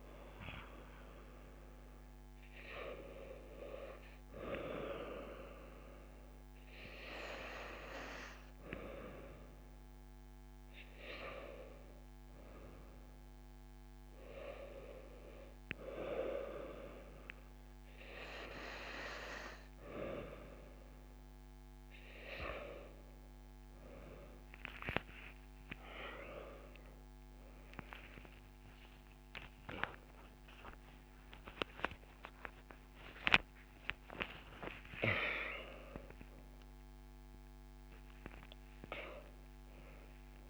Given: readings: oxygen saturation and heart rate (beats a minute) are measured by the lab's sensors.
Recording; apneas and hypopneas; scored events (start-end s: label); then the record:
breathing in sleep by a microphone on the trachea; none
28.00-30.00 s: long interval between heartbeats (device-marked)
29.00-34.00 s: arousal
29.50-40.50 s: bradycardia (device-marked)
33.50-35.50 s: long interval between heartbeats (device-marked)
From the record:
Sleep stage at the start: N1 (lightest sleep); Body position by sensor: on the back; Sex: female